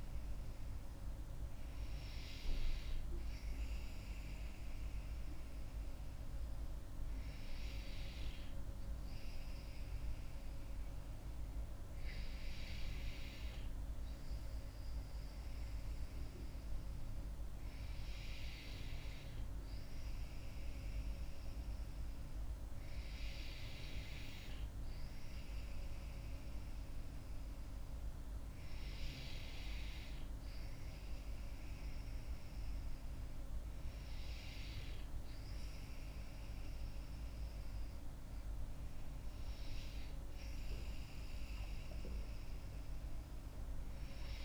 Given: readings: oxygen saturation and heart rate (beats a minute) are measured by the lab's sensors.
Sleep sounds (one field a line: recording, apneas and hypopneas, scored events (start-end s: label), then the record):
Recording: breathing in sleep, hard to hear, by a room microphone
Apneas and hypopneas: none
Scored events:
30.50-44.45 s: new sleep stage, N2 (light sleep)
From the record:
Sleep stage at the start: N3 (deep sleep)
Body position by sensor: on the back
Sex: female